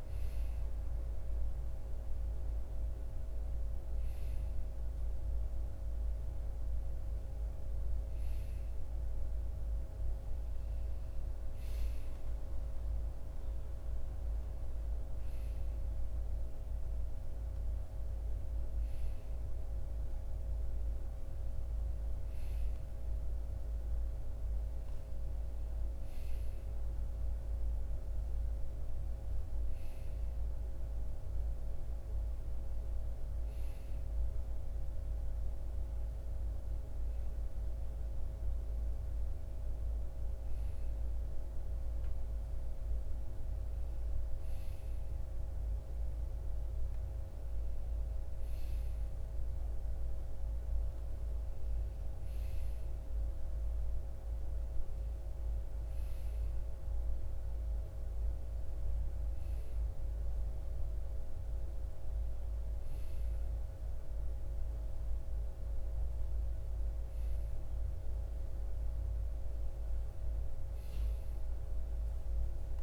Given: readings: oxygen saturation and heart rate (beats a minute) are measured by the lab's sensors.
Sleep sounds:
breathing in sleep, hard to hear, by a room microphone; none
none scored
From the record:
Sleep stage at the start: N2 (light sleep); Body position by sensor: on the right side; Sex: male

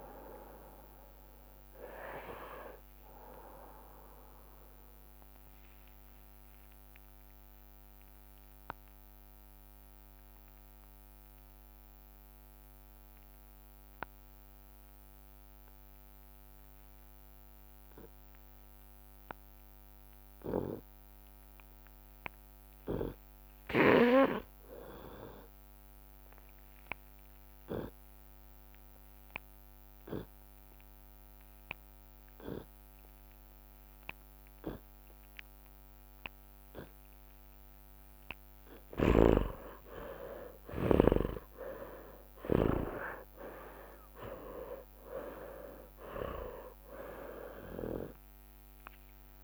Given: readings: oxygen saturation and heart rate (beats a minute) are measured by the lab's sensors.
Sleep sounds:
breathing in sleep by a microphone on the trachea; 1
3.00-5.00 s: long interval between heartbeats (device-marked, heart rate 74 before, 48 extreme)
4.00-37.00 s: obstructive apnea (oxygen 98% before, 66% lowest)
7.00-11.00 s: drop in pulse transit time (device-marked, heart rate 68 before, 48 extreme)
13.00-32.00 s: oxygen desaturation (device-marked, oxygen 97% before, 66% lowest, heart rate 49 before, 50 extreme)
14.00-18.00 s: tachycardia (device-marked, heart rate 73 before, 115 extreme)
15.50-17.50 s: long interval between heartbeats (device-marked, heart rate 42 before, 47 extreme)
18.00-20.00 s: long interval between heartbeats (device-marked, heart rate 45 before, 118 extreme)
21.00-23.00 s: long interval between heartbeats (device-marked, heart rate 55 before, 87 extreme)
23.00-26.00 s: drop in pulse transit time (device-marked, heart rate 60 before, 77 extreme)
23.50-25.50 s: long interval between heartbeats (device-marked, heart rate 60 before, 78 extreme)
26.00-28.00 s: long interval between heartbeats (device-marked, heart rate 66 before, 88 extreme)
28.00-30.00 s: long interval between heartbeats (device-marked, heart rate 70 before, 68 extreme)
32.50-34.50 s: long interval between heartbeats (device-marked, heart rate 77 before, 71 extreme)
35.00-37.00 s: long interval between heartbeats (device-marked, heart rate 83 before, 61 extreme)
37.00-43.00 s: tachycardia (device-marked, heart rate 73 before, 107 extreme)
38.00-49.44 s: drop in pulse transit time (device-marked, heart rate 82 before, 50 extreme)
38.50-42.50 s: arousal
39.00-41.00 s: long interval between heartbeats (device-marked, heart rate 79 before, 79 extreme)
39.00-43.00 s: snoring (device-marked)
45.00-47.00 s: long interval between heartbeats (device-marked, heart rate 81 before, 68 extreme)
48.00-49.44 s: long interval between heartbeats (device-marked, heart rate 81 before, 59 extreme)
48.00-49.44 s: oxygen desaturation (device-marked, oxygen 98% before, 74% lowest)
From the record:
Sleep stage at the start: N2 (light sleep); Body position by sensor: on the left side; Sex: male

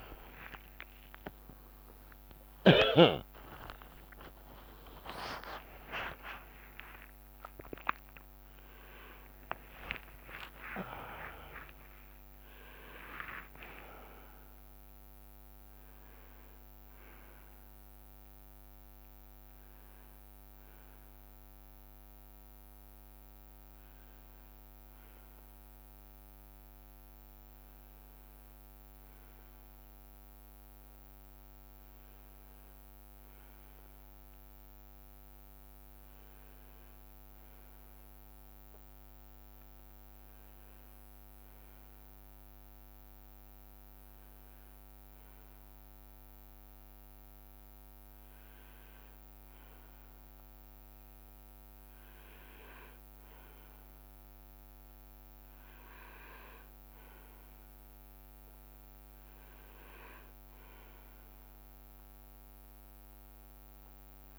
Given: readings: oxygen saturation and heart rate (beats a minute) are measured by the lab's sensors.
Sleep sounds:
a person partly awake in a sleep study, by a microphone on the trachea; none
25.50-55.50 s: new sleep stage, N1 (lightest sleep)
28.00-32.50 s: leg movement (device-marked)
55.50-64.39 s: new sleep stage, N2 (light sleep)
From the record:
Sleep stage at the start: awake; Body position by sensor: on the right side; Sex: male

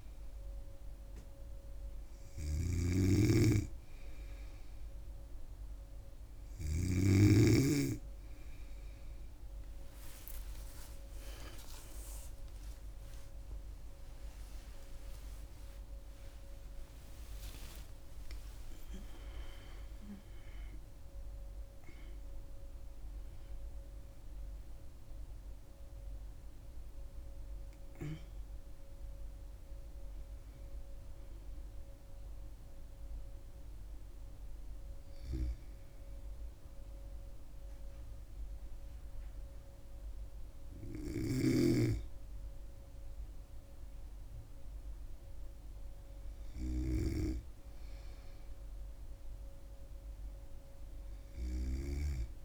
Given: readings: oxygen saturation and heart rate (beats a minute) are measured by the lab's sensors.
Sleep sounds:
breathing in sleep by a room microphone; none
0.00-7.00 s: snoring (device-marked)
15.50-20.50 s: arousal
From the record:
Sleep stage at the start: N2 (light sleep); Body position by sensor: on the back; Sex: female

